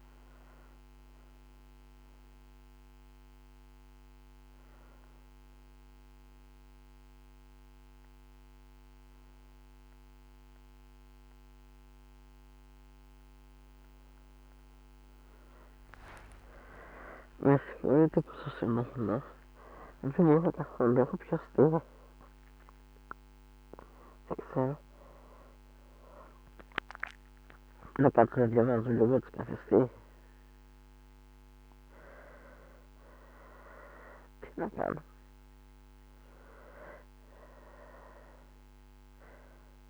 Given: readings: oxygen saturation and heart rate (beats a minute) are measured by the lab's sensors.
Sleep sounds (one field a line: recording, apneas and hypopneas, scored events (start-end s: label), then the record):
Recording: breathing in sleep by a microphone on the trachea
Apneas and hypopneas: none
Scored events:
14.50-19.00 s: arousal
20.00-33.00 s: oxygen desaturation (device-marked, oxygen 95% before, 89% lowest, heart rate 64 before, 60 extreme)
From the record:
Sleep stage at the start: N1 (lightest sleep)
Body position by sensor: on the right side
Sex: female